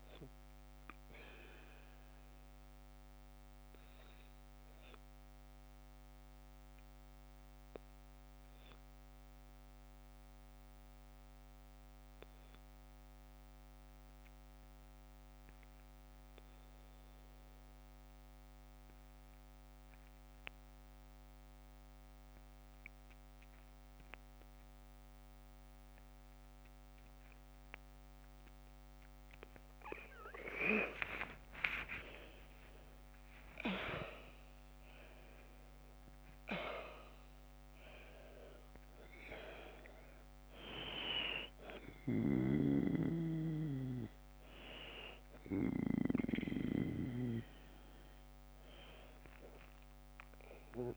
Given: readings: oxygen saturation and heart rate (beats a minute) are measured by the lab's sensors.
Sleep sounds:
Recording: breathing in sleep by a microphone on the trachea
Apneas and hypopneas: 1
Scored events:
0.00-2.00 s: oxygen desaturation (device-marked, oxygen 92% lowest, heart rate 44 extreme)
5.00-29.50 s: obstructive apnea (oxygen 98% before, 92% lowest, heart rate 57 before, 47 extreme, up 5 after)
31.00-34.50 s: arousal
33.00-50.97 s: oxygen desaturation (device-marked, oxygen 100% before, 92% lowest, heart rate 51 before, 49 extreme)
From the record:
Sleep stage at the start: N2 (light sleep)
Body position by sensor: on the left side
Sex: female

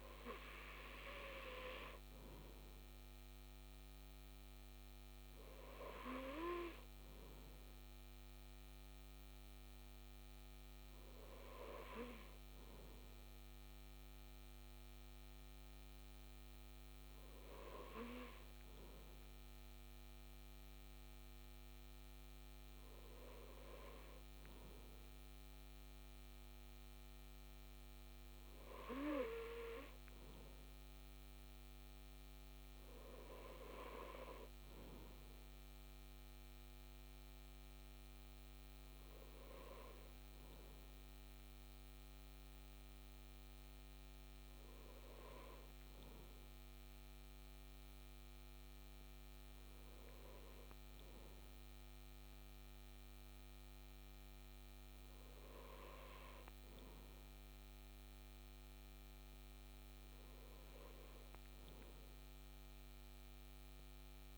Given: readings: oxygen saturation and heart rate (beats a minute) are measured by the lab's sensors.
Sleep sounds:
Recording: breathing in sleep by a microphone on the trachea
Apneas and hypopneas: none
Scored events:
none scored
From the record:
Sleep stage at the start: N2 (light sleep)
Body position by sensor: on the left side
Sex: male

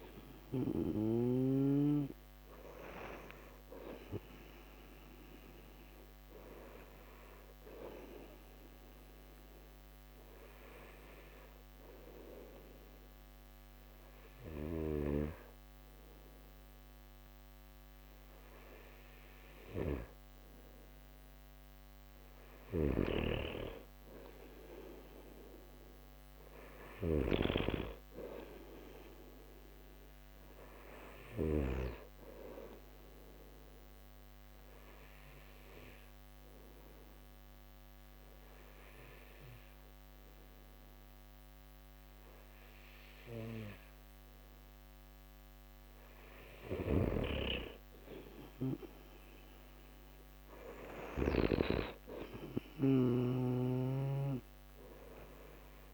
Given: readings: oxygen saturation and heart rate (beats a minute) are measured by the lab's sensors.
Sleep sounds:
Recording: breathing in sleep by a microphone on the trachea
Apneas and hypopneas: 2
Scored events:
8.00-20.00 s: hypopnea (oxygen 95% before, 91% lowest)
22.00-24.50 s: arousal
22.50-31.50 s: snoring (device-marked)
31.50-46.00 s: obstructive apnea (oxygen 95% before, 91% lowest)
46.50-51.50 s: snoring (device-marked)
48.00-52.00 s: arousal
From the record:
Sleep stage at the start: N2 (light sleep)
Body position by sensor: on the back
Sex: male

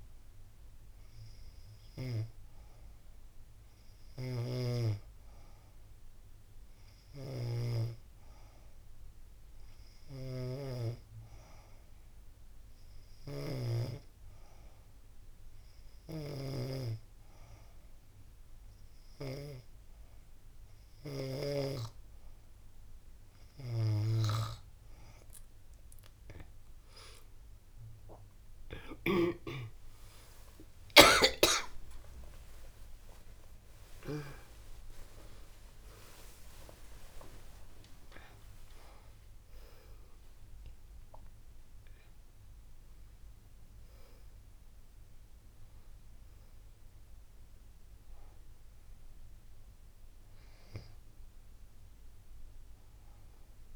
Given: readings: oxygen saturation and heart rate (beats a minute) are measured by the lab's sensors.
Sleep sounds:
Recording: breathing in sleep by a room microphone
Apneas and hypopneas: 1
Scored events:
9.50-21.50 s: hypopnea (oxygen 96% before, 92% lowest, heart rate 88 before, 89 extreme, up 7 after)
30.00-36.00 s: arousal
From the record:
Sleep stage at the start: N2 (light sleep)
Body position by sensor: on the back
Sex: female

